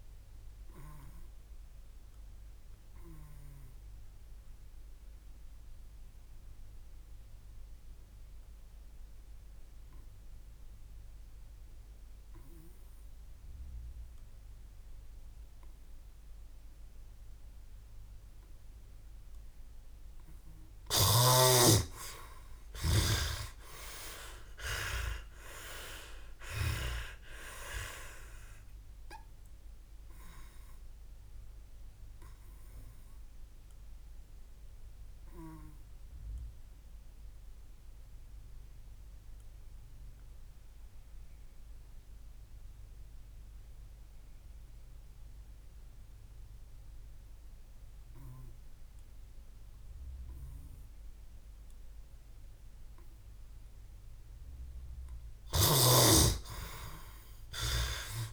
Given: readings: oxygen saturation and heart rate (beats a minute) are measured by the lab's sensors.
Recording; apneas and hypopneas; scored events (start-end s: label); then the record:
breathing in sleep by a room microphone; 2
4.00-19.00 s: obstructive apnea (oxygen 95% before, 91% lowest, heart rate 71 before, 55 extreme, up 48 after)
18.00-28.00 s: oxygen desaturation (device-marked, oxygen 96% before, 91% lowest, heart rate 61 before, 57 extreme)
21.50-25.50 s: arousal
32.00-42.00 s: oxygen desaturation (device-marked, oxygen 95% before, 92% lowest, heart rate 73 before, 57 extreme)
34.50-50.50 s: obstructive apnea (oxygen 96% before, 91% lowest, heart rate 73 before, 56 extreme, up 8 after)
44.00-58.33 s: oxygen desaturation (device-marked, oxygen 94% before, 91% lowest, heart rate 73 before, 56 extreme)
56.00-58.33 s: arousal
From the record:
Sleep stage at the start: N2 (light sleep); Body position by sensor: on the back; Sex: male